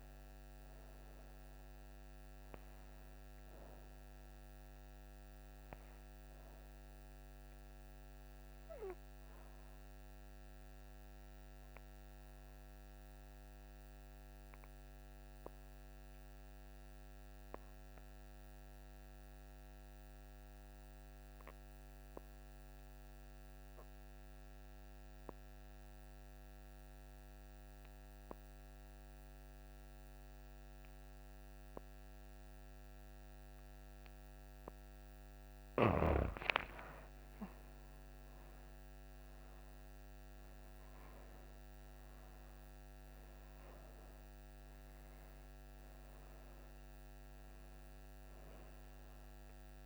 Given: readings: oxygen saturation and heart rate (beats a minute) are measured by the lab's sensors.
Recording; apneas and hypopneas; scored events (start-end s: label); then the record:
breathing in sleep, hard to hear, by a microphone on the trachea; 1
0.00-17.00 s: oxygen desaturation (device-marked, oxygen 80% lowest, heart rate 59 extreme)
8.50-34.50 s: obstructive apnea (oxygen 97% before, 80% lowest, heart rate 69 before, 59 extreme, up 11 after)
34.00-49.86 s: oxygen desaturation (device-marked, oxygen 98% before, 83% lowest, heart rate 64 before, 59 extreme)
37.00-41.50 s: arousal
From the record:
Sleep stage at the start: N2 (light sleep); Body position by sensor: on the back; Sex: female